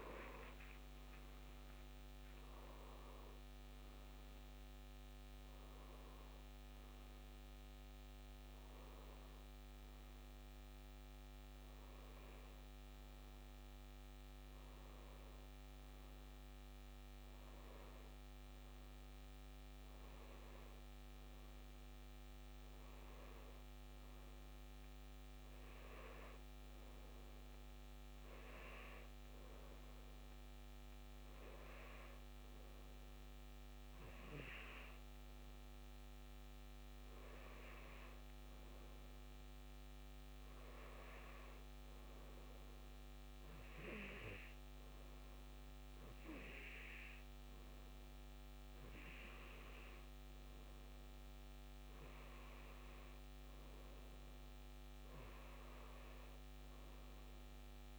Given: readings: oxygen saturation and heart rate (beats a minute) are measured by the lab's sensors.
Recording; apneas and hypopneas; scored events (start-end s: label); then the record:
a person awake in a sleep study, hard to hear, by a microphone on the trachea; 1
28.00-39.00 s: hypopnea (oxygen 94% before, 90% lowest, heart rate 78 before, 75 extreme, up 0 after)
29.50-57.99 s: new sleep stage, N2 (light sleep)
42.00-47.00 s: arousal
From the record:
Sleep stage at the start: awake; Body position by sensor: on the back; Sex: male